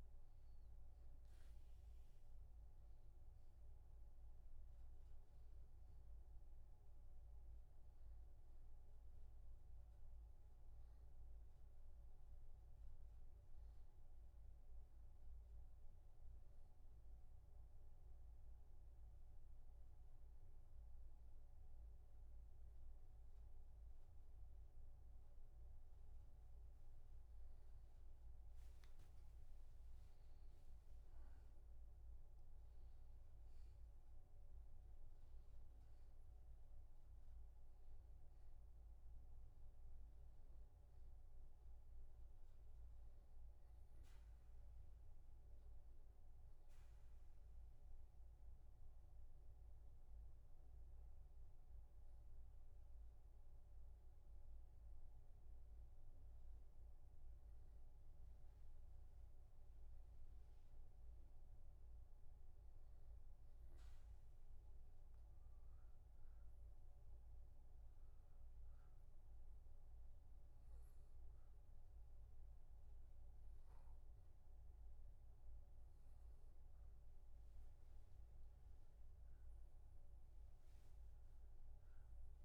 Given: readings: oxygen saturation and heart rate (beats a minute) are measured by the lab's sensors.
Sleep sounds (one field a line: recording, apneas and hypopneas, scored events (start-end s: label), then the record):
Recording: breathing in sleep, hard to hear, by a room microphone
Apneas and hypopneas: 3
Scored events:
0.00-16.00 s: oxygen desaturation (device-marked, oxygen 92% lowest, heart rate 63 extreme)
16.50-27.50 s: obstructive apnea (oxygen 96% before, 92% lowest, heart rate 67 before, 63 extreme, up 25 after)
29.50-33.00 s: arousal
49.00-82.45 s: new sleep stage, N2 (light sleep)
50.00-60.00 s: obstructive apnea (oxygen 97% before, 93% lowest, heart rate 73 before, 62 extreme, up 5 after)
61.00-64.50 s: arousal
66.00-76.50 s: hypopnea (oxygen 97% before, 92% lowest, heart rate 65 before, 63 extreme, up 5 after)
79.00-82.45 s: arousal
From the record:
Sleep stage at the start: N1 (lightest sleep)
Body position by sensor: on the back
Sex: male